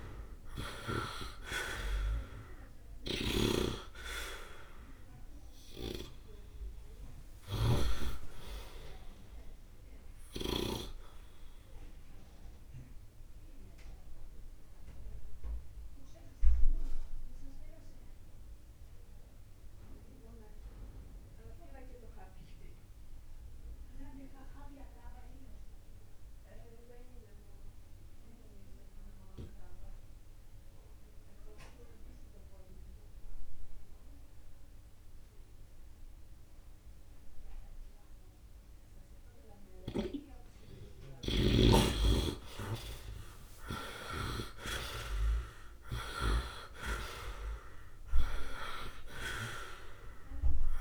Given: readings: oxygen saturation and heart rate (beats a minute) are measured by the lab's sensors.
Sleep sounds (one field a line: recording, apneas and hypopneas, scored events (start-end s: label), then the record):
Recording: breathing in sleep by a room microphone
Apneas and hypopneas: 1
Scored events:
1.00-30.00 s: oxygen desaturation (device-marked, oxygen 97% before, 71% lowest, heart rate 60 before, 53 extreme)
3.00-8.00 s: snoring (device-marked)
13.50-39.00 s: obstructive apnea (oxygen 98% before, 71% lowest, heart rate 63 before, 53 extreme, up 0 after)
39.00-49.00 s: oxygen desaturation (device-marked, oxygen 99% before, 92% lowest, heart rate 67 before, 54 extreme)
41.00-46.00 s: arousal
From the record:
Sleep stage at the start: N2 (light sleep)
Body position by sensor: on the right side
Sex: male